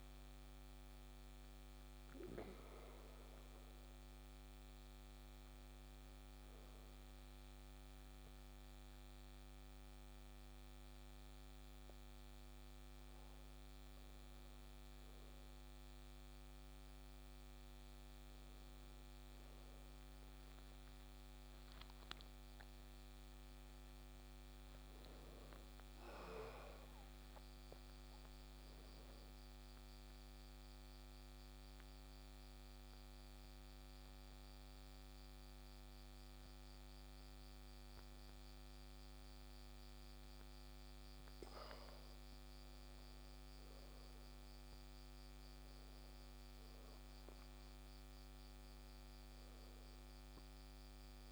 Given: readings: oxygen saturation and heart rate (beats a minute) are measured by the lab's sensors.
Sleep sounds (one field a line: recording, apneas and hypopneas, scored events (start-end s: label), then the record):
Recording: breathing in sleep, hard to hear, by a microphone on the trachea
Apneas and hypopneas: 1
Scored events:
12.50-51.32 s: new sleep stage, N2 (light sleep)
29.50-42.00 s: obstructive apnea (oxygen 98% before, 94% lowest, heart rate 68 before, 65 extreme, up 0 after)
43.00-46.50 s: arousal
From the record:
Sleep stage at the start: N1 (lightest sleep)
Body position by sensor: on the back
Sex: male